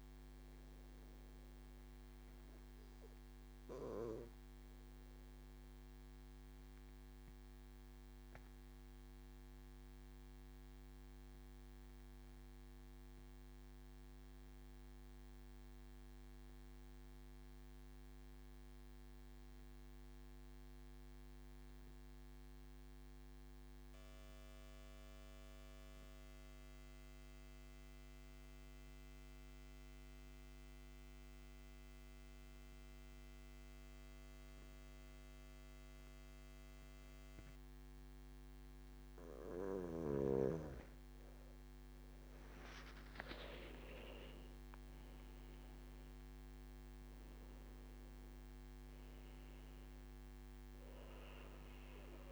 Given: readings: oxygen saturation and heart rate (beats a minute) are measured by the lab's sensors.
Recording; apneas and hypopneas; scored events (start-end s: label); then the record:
breathing in sleep by a microphone on the trachea; 1
0.00-20.00 s: oxygen desaturation (device-marked, oxygen 89% lowest)
6.50-39.50 s: obstructive apnea (oxygen 95% before, 89% lowest)
35.00-52.32 s: oxygen desaturation (device-marked, oxygen 97% before, 90% lowest)
41.00-44.00 s: arousal
45.00-52.32 s: new sleep stage, N2 (light sleep)
From the record:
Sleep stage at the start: N1 (lightest sleep); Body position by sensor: on the back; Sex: male